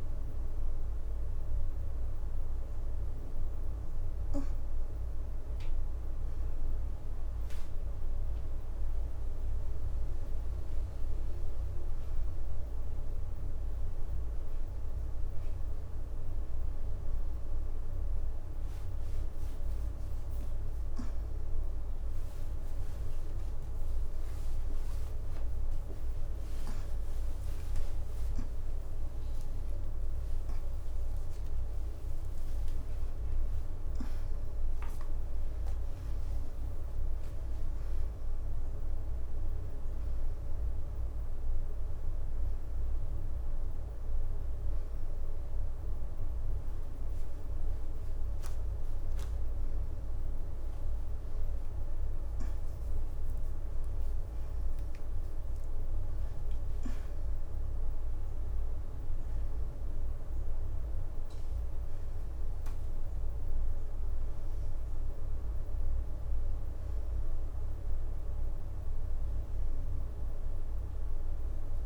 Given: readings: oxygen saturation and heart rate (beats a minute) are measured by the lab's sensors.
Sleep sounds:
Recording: breathing in sleep, hard to hear, by a room microphone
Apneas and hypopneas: none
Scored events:
21.00-71.86 s: new sleep stage, N1 (lightest sleep)
29.00-34.50 s: arousal
34.50-36.50 s: leg movement (device-marked)
From the record:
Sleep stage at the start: N2 (light sleep)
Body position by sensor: on the back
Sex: female

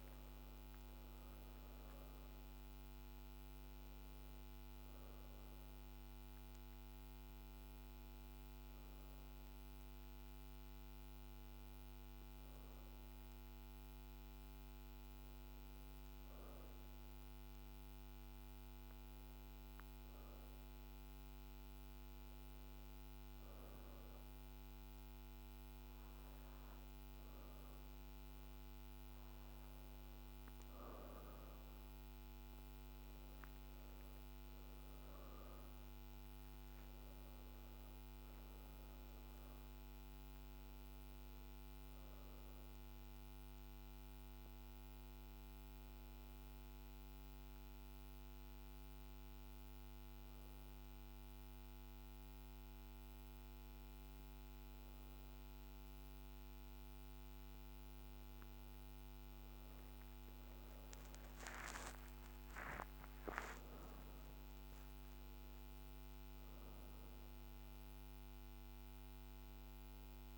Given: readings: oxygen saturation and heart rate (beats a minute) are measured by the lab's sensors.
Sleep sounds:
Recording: breathing in sleep, hard to hear, by a microphone on the trachea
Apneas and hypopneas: 1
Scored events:
0.00-6.00 s: oxygen desaturation (device-marked, oxygen 92% lowest, heart rate 54 extreme)
23.00-34.00 s: hypopnea (oxygen 96% before, 90% lowest, heart rate 55 before, 52 extreme, up 5 after)
24.00-53.00 s: oxygen desaturation (device-marked, oxygen 96% before, 90% lowest, heart rate 55 before, 25 extreme)
34.00-37.50 s: arousal
64.00-70.38 s: new sleep stage, awake
From the record:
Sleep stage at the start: N2 (light sleep)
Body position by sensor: on the back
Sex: female

